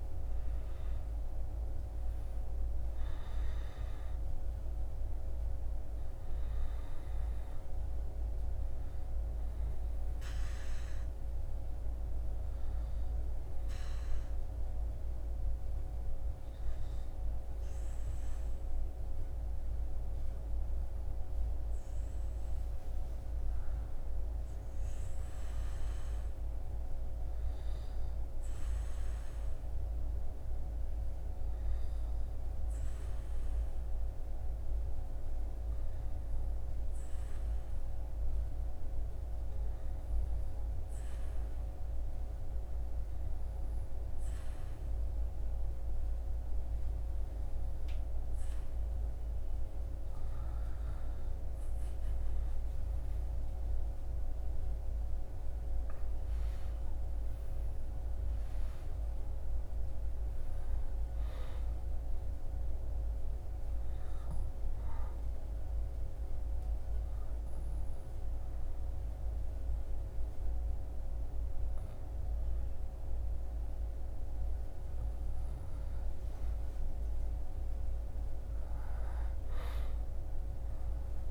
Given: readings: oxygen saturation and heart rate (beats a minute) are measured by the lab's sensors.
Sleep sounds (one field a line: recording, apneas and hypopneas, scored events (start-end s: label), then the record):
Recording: breathing in sleep, hard to hear, by a room microphone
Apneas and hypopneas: 3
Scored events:
0.00-2.50 s: arousal
10.50-22.00 s: hypopnea (oxygen 99% before, 96% lowest, heart rate 88 before, 61 extreme, up 6 after)
24.50-27.50 s: arousal
29.50-48.50 s: obstructive apnea (oxygen 99% before, 96% lowest, heart rate 66 before, 62 extreme, up 13 after)
51.00-55.50 s: arousal
63.00-74.50 s: obstructive apnea (oxygen 99% before, 96% lowest, heart rate 72 before, 68 extreme, up 10 after)
77.00-80.50 s: arousal
From the record:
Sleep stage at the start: N2 (light sleep)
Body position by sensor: on the back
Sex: male